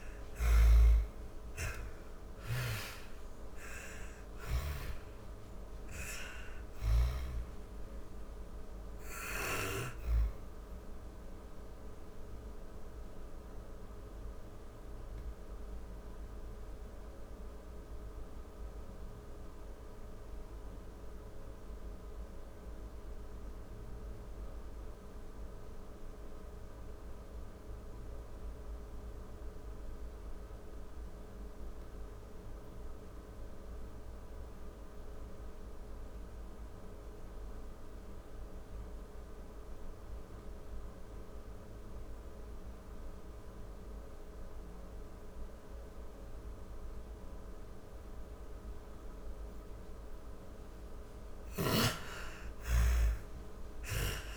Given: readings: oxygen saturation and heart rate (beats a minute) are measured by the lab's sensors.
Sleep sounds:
breathing in sleep by a room microphone; 1
0.00-1.50 s: arousal
0.00-3.00 s: snoring (device-marked)
0.00-26.50 s: oxygen desaturation (device-marked, oxygen 81% lowest, heart rate 38 extreme)
16.50-50.00 s: hypopnea (oxygen 95% before, 81% lowest, heart rate 127 before, 49 extreme)
43.50-54.37 s: oxygen desaturation (device-marked, oxygen 98% before, 82% lowest, heart rate 65 before, 49 extreme)
49.50-53.00 s: snoring (device-marked)
51.50-54.37 s: arousal
From the record:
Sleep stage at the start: N2 (light sleep); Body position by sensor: on the back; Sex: female

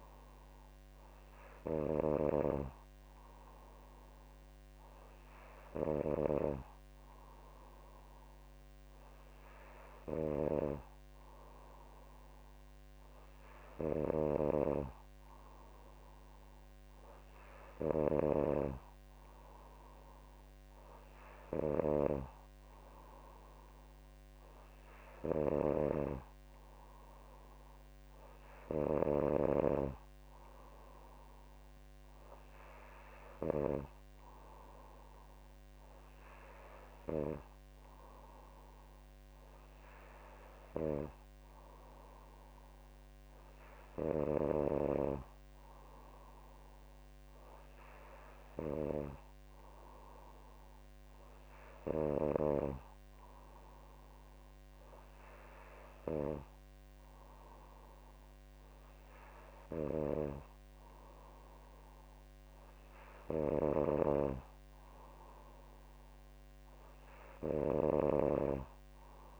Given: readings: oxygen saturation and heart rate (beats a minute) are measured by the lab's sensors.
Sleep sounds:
breathing in sleep by a microphone on the trachea; none
none scored
From the record:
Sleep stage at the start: N2 (light sleep); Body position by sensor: on the back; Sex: female

